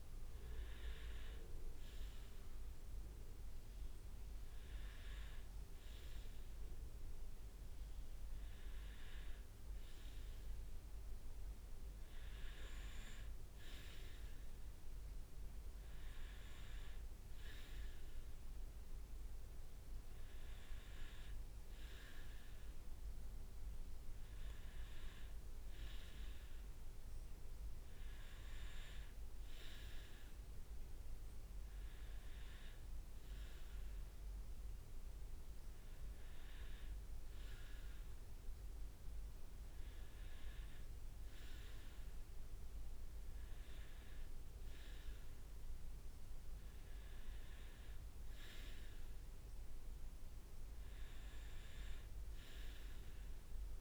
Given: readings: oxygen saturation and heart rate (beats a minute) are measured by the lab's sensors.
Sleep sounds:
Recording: breathing in sleep by a room microphone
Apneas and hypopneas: none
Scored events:
none scored
From the record:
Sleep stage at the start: N2 (light sleep)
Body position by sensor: on the right side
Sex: male

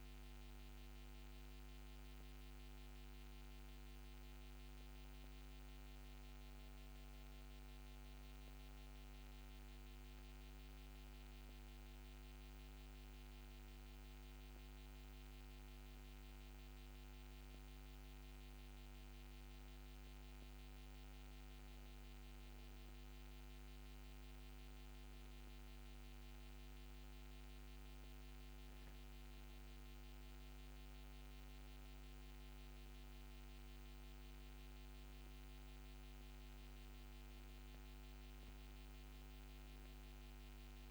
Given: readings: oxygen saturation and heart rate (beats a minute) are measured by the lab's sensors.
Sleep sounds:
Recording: a person awake in a sleep study, hard to hear, by a microphone on the trachea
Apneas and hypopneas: none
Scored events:
none scored
From the record:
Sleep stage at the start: awake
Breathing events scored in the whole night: 206 in 7.8 hours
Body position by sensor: on the back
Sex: female

